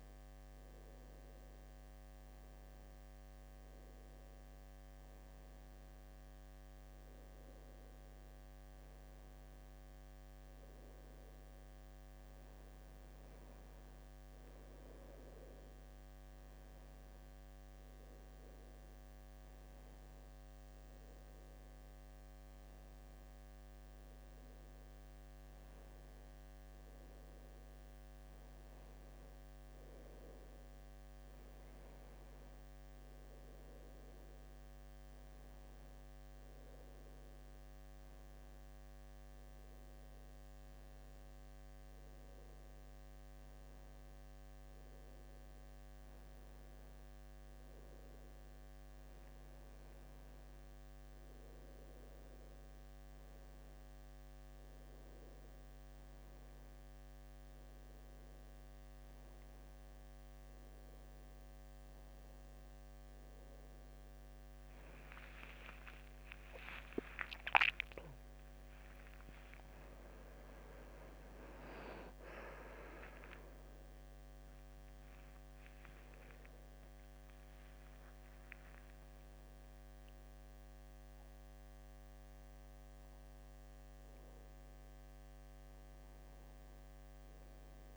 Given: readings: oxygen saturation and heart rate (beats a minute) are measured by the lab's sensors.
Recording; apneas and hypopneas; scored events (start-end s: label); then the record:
breathing in sleep by a microphone on the trachea; none
66.50-72.00 s: arousal
From the record:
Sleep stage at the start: N2 (light sleep); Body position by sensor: on the left side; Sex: male